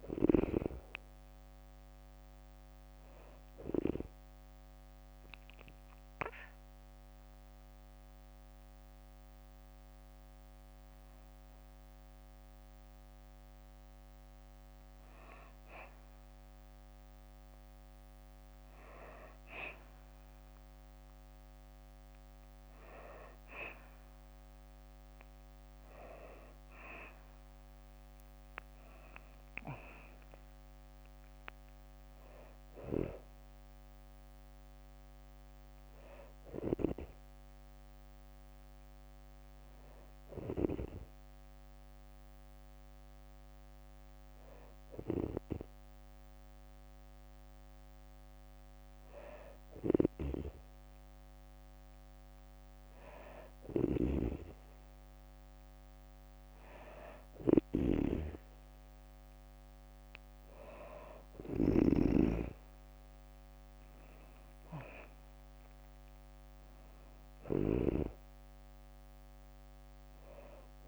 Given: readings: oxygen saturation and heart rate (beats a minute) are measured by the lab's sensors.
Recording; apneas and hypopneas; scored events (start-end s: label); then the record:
breathing in sleep by a microphone on the trachea; 1
0.00-12.00 s: drop in pulse transit time (device-marked, heart rate 64 extreme)
4.00-14.00 s: hypopnea (oxygen 96% before, 93% lowest, heart rate 67 before, 61 extreme, up 1 after)
16.50-20.00 s: arousal
26.00-38.00 s: drop in pulse transit time (device-marked, heart rate 64 before, 67 extreme)
36.00-70.88 s: snoring (device-marked)
64.50-66.50 s: arousal
From the record:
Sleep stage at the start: N2 (light sleep); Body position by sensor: on the back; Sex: female